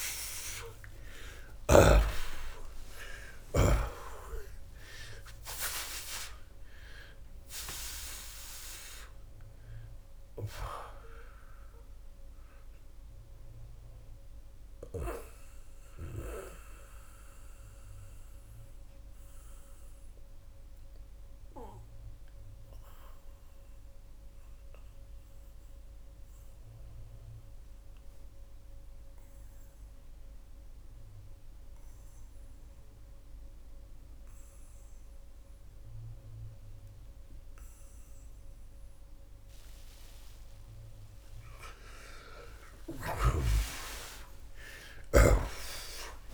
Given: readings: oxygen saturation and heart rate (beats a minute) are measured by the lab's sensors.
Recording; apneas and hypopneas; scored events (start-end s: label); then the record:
breathing in sleep by a room microphone; 1
0.00-1.50 s: snoring (device-marked)
0.00-3.50 s: arousal
4.50-36.50 s: oxygen desaturation (device-marked, oxygen 94% before, 79% lowest)
14.00-41.00 s: mixed apnea (oxygen 94% before, 79% lowest)
42.50-46.34 s: snoring (device-marked)
43.50-46.34 s: arousal
From the record:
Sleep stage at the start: N2 (light sleep); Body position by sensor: on the back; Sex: male